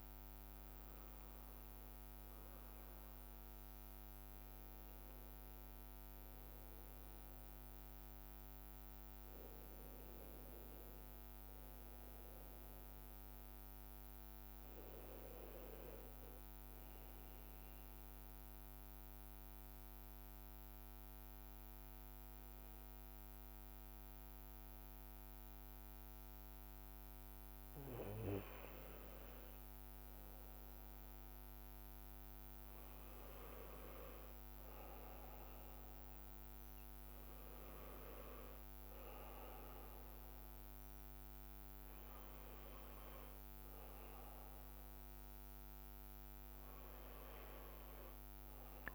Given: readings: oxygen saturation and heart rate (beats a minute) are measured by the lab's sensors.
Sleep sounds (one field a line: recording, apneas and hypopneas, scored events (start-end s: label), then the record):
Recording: breathing in sleep by a microphone on the trachea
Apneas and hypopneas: 1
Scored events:
16.50-28.50 s: central apnea (oxygen 92% before, 90% lowest)
31.00-35.50 s: arousal
From the record:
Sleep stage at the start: N2 (light sleep)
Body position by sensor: on the right side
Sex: male